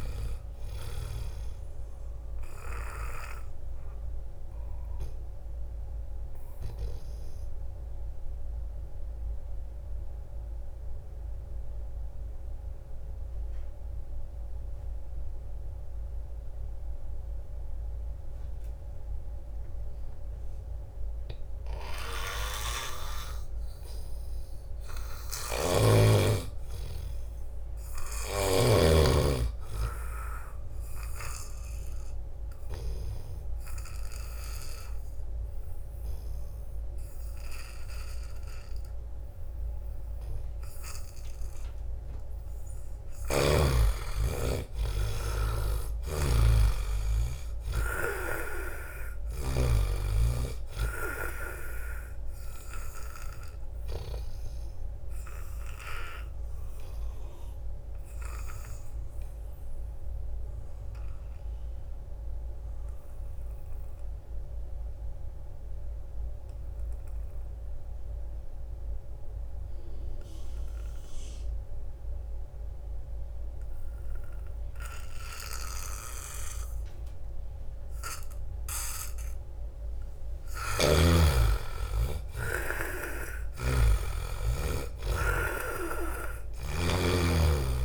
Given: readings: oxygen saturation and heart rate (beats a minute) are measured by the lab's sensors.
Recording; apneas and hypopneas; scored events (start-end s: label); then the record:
breathing in sleep by a room microphone; 3
1.50-25.00 s: mixed apnea (oxygen 96% before, 84% lowest)
21.50-44.50 s: oxygen desaturation (device-marked, oxygen 98% before, 87% lowest)
25.00-28.50 s: snoring (device-marked)
26.50-29.50 s: arousal
32.00-43.50 s: obstructive apnea (oxygen 98% before, 79% lowest)
32.50-34.50 s: long interval between heartbeats (device-marked)
43.00-49.50 s: snoring (device-marked)
44.00-47.50 s: arousal
46.50-63.50 s: oxygen desaturation (device-marked, oxygen 92% before, 84% lowest)
54.50-79.50 s: obstructive apnea (oxygen 95% before, 79% lowest)
72.50-87.84 s: oxygen desaturation (device-marked, oxygen 97% before, 79% lowest)
80.50-84.50 s: arousal
80.50-87.00 s: snoring (device-marked)
From the record:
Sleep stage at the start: N2 (light sleep); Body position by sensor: on the back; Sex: male